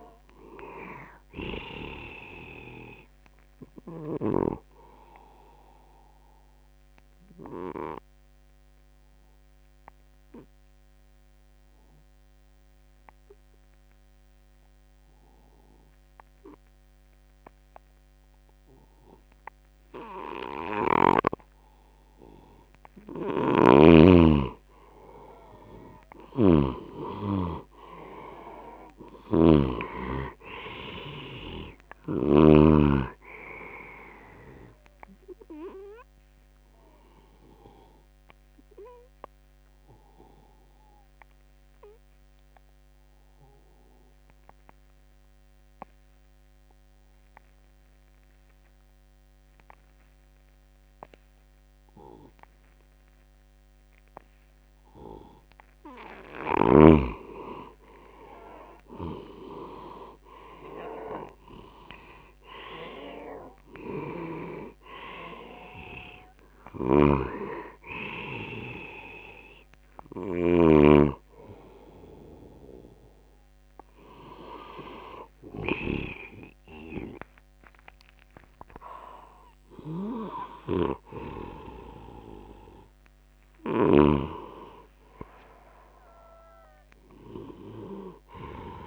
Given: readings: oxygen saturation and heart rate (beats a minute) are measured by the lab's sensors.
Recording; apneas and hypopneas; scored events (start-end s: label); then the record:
breathing in sleep by a microphone on the trachea; 2
0.00-22.00 s: oxygen desaturation (device-marked, oxygen 89% lowest, heart rate 66 extreme)
5.50-24.00 s: obstructive apnea (oxygen 97% before, 86% lowest, heart rate 72 before, 66 extreme, up 0 after)
26.00-30.00 s: arousal
26.00-32.50 s: snoring (device-marked)
30.00-48.00 s: oxygen desaturation (device-marked, oxygen 99% before, 89% lowest, heart rate 80 before, 66 extreme)
36.00-56.00 s: obstructive apnea (oxygen 99% before, 86% lowest, heart rate 79 before, 69 extreme, up 9 after)
54.00-83.00 s: oxygen desaturation (device-marked, oxygen 98% before, 86% lowest, heart rate 75 before, 67 extreme)
57.50-61.50 s: arousal
66.50-84.00 s: snoring (device-marked)
85.00-88.50 s: arousal
From the record:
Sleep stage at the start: N2 (light sleep); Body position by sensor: on the left side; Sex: male